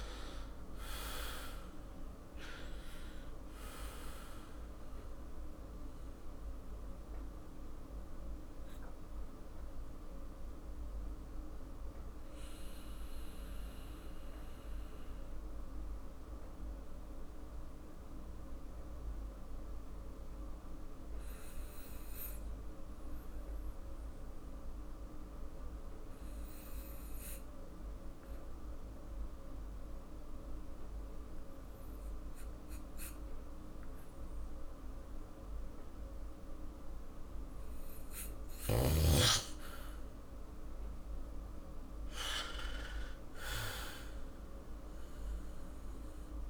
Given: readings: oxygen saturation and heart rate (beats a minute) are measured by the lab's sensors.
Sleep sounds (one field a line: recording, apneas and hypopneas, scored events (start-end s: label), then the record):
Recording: breathing in sleep by a room microphone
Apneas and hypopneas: 1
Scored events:
0.00-1.00 s: arousal
0.00-2.00 s: oxygen desaturation (device-marked, oxygen 93% lowest, heart rate 48 extreme)
6.50-37.00 s: mixed apnea (oxygen 98% before, 88% lowest, heart rate 53 before, 42 extreme, up 5 after)
35.00-46.50 s: oxygen desaturation (device-marked, oxygen 99% before, 88% lowest, heart rate 50 before, 42 extreme)
40.00-44.50 s: arousal
From the record:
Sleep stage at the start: N2 (light sleep)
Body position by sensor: on the back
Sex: male